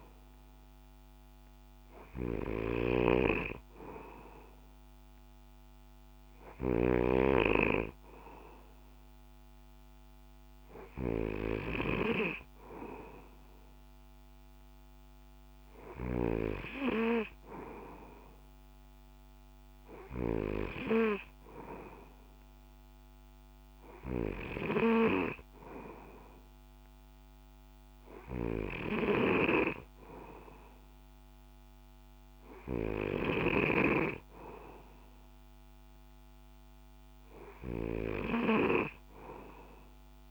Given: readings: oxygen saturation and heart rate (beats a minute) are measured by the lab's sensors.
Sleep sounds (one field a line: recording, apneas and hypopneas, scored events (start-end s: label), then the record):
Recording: breathing in sleep by a microphone on the trachea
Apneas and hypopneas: none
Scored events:
2.50-7.00 s: snoring (device-marked)
29.00-34.00 s: snoring (device-marked)
From the record:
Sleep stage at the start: N2 (light sleep)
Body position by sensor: on the back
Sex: male